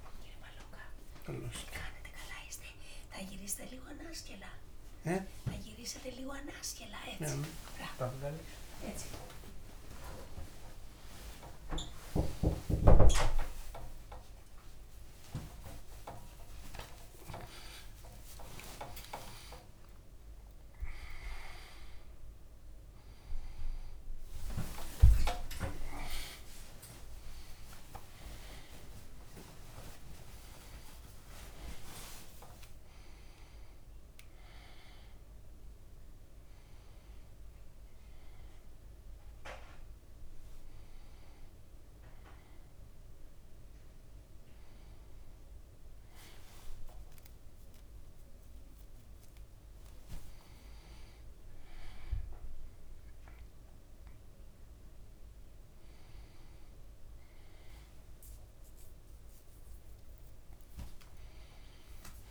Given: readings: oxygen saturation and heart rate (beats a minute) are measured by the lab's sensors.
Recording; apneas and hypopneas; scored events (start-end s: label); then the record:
a person awake in a sleep study, by a room microphone; none
0.00-1.50 s: leg movement (device-marked)
24.00-33.00 s: leg movement (device-marked)
From the record:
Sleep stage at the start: awake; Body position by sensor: on the back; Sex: male